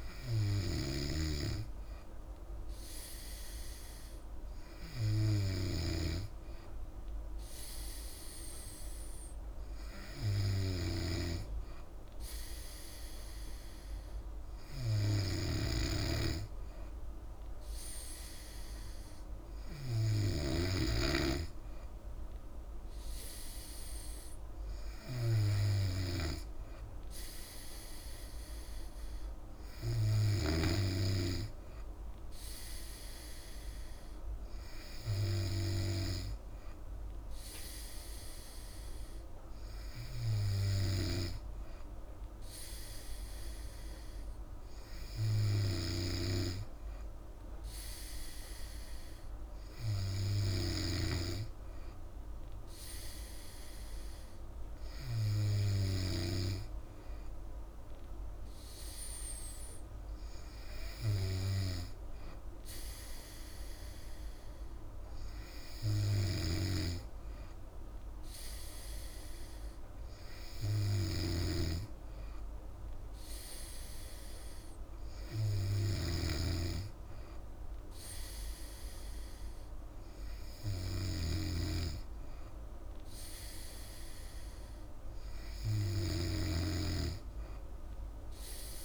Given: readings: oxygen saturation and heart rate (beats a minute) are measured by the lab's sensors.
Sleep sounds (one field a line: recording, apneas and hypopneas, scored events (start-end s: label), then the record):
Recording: breathing in sleep by a room microphone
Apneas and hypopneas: none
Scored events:
0.00-20.50 s: snoring (device-marked)
45.50-51.00 s: snoring (device-marked)
66.00-88.85 s: snoring (device-marked)
From the record:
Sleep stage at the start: N3 (deep sleep)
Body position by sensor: on the back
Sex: female